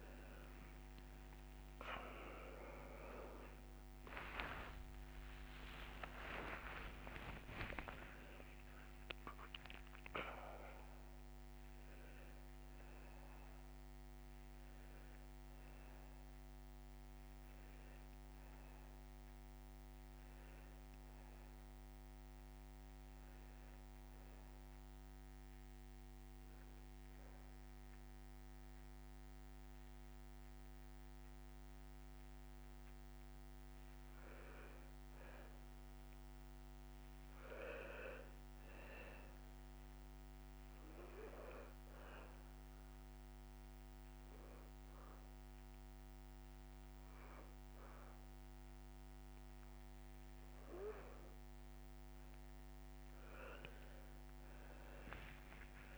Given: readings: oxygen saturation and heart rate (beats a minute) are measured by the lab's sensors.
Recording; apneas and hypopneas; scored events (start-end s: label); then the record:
breathing in sleep by a microphone on the trachea; 1
0.00-18.50 s: oxygen desaturation (device-marked, oxygen 88% lowest, heart rate 127 extreme)
3.00-7.50 s: arousal
24.50-55.98 s: new sleep stage, N2 (light sleep)
41.00-51.50 s: hypopnea (oxygen 98% before, 90% lowest, heart rate 176 before, 161 extreme, up 25 after)
42.50-51.50 s: oxygen desaturation (device-marked, oxygen 97% before, 91% lowest, heart rate 179 before, 161 extreme)
53.50-55.98 s: oxygen desaturation (device-marked, oxygen 96% before, 90% lowest, heart rate 184 before, 161 extreme)
From the record:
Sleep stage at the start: N1 (lightest sleep); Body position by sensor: on the back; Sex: male